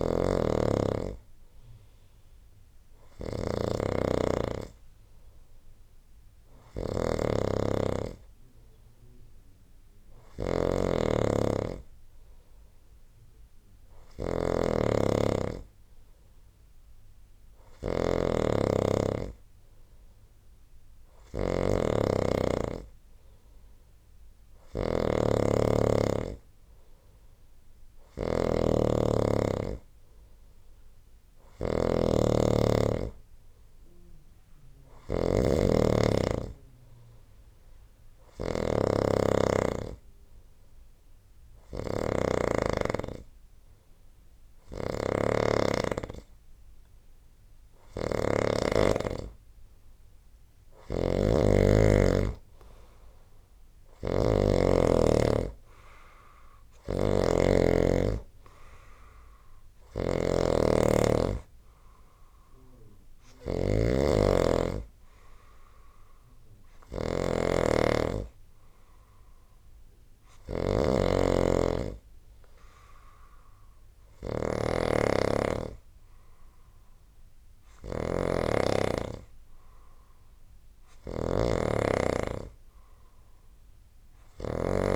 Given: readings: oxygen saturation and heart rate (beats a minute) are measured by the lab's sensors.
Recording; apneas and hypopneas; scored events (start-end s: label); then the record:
breathing in sleep by a room microphone; none
0.00-84.96 s: snoring (device-marked)
From the record:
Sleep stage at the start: N2 (light sleep); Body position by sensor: on the right side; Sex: male